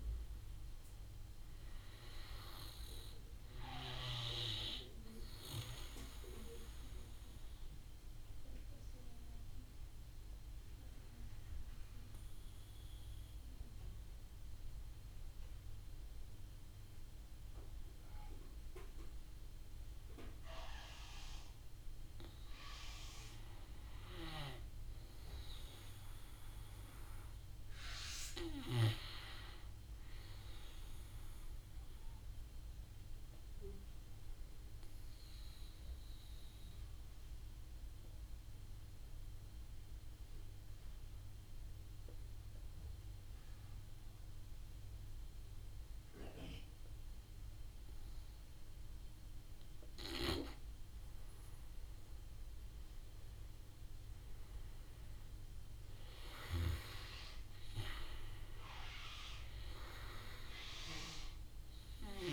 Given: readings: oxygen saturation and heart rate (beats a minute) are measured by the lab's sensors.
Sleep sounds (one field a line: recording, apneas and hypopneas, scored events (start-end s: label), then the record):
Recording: breathing in sleep by a room microphone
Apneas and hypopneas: 2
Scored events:
0.00-19.50 s: oxygen desaturation (device-marked, oxygen 87% lowest, heart rate 50 extreme)
6.50-22.00 s: obstructive apnea (oxygen 99% before, 87% lowest, heart rate 55 before, 50 extreme, up 5 after)
23.50-26.00 s: arousal
27.50-39.50 s: oxygen desaturation (device-marked, oxygen 98% before, 90% lowest, heart rate 54 before, 52 extreme)
31.50-48.50 s: obstructive apnea (oxygen 98% before, 85% lowest, heart rate 55 before, 52 extreme, up 11 after)
46.50-62.33 s: oxygen desaturation (device-marked, oxygen 95% before, 87% lowest, heart rate 55 before, 49 extreme)
51.00-54.50 s: arousal
From the record:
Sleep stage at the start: N2 (light sleep)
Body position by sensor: on the back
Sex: male